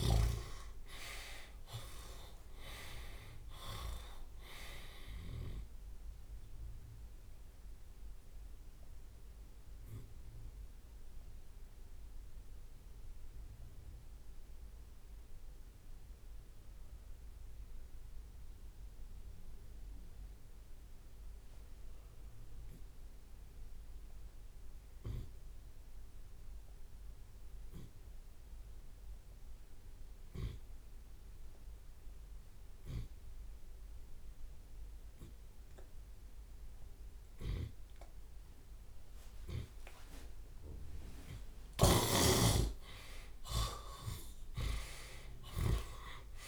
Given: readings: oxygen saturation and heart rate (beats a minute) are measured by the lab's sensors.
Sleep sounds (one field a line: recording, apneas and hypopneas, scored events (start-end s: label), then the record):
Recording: breathing in sleep by a room microphone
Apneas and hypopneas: 1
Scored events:
0.00-12.50 s: drop in pulse transit time (device-marked, heart rate 50 extreme)
2.50-4.50 s: long interval between heartbeats (device-marked, heart rate 81 before, 68 extreme)
5.50-7.50 s: long interval between heartbeats (device-marked, heart rate 81 before, 59 extreme)
5.50-27.50 s: oxygen desaturation (device-marked, oxygen 98% before, 74% lowest)
8.00-41.00 s: obstructive apnea (oxygen 99% before, 71% lowest)
22.00-24.00 s: long interval between heartbeats (device-marked, heart rate 54 before, 67 extreme)
37.00-39.00 s: long interval between heartbeats (device-marked, heart rate 53 before, 62 extreme)
37.50-46.48 s: tachycardia (device-marked, heart rate 74 before, 168 extreme)
40.50-42.50 s: long interval between heartbeats (device-marked, heart rate 63 before, 113 extreme)
41.50-46.48 s: snoring (device-marked)
42.50-46.48 s: arousal
43.50-45.50 s: long interval between heartbeats (device-marked, heart rate 71 before, 141 extreme)
44.50-46.48 s: drop in pulse transit time (device-marked, heart rate 75 before, 134 extreme)
From the record:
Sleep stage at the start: N2 (light sleep)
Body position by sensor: on the left side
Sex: male